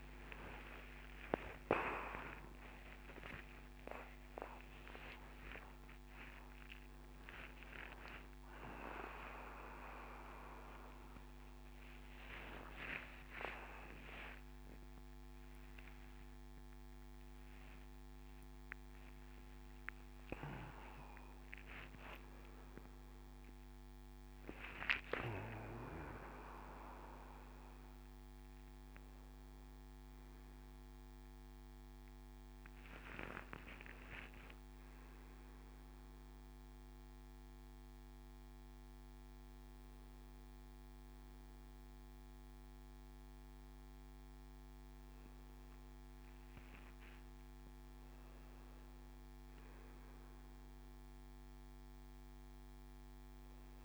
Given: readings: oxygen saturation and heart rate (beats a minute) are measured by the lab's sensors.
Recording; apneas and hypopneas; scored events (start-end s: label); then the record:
a person awake in a sleep study, by a microphone on the trachea; none
none scored
From the record:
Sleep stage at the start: awake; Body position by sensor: on the back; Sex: male